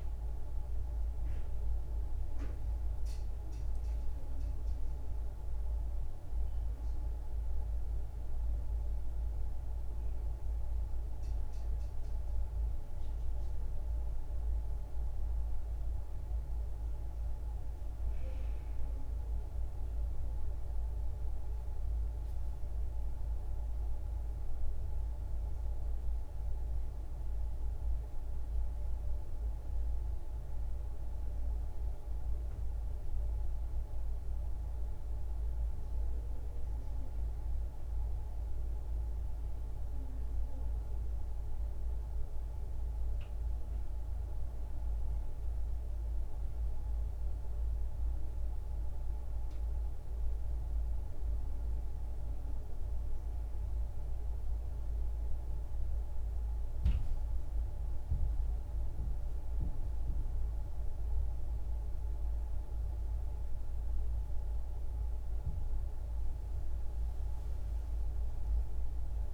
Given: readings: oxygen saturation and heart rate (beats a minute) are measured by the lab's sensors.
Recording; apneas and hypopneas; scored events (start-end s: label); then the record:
a person awake in a sleep study, hard to hear, by a room microphone; none
none scored
From the record:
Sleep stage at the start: awake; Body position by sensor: on the back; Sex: female